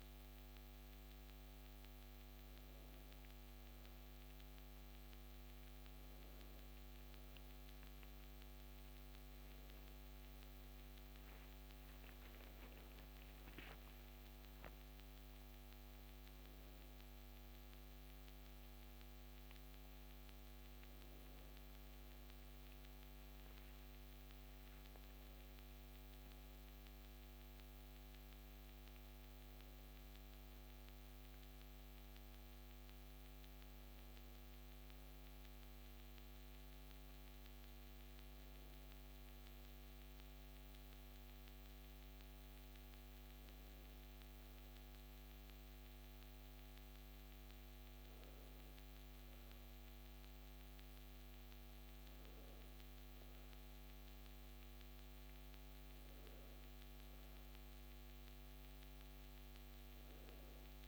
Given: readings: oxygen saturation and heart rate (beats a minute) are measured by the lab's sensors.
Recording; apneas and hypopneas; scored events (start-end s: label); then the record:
breathing in sleep, hard to hear, by a microphone on the trachea; none
none scored
From the record:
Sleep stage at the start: N2 (light sleep); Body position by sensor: on the back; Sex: female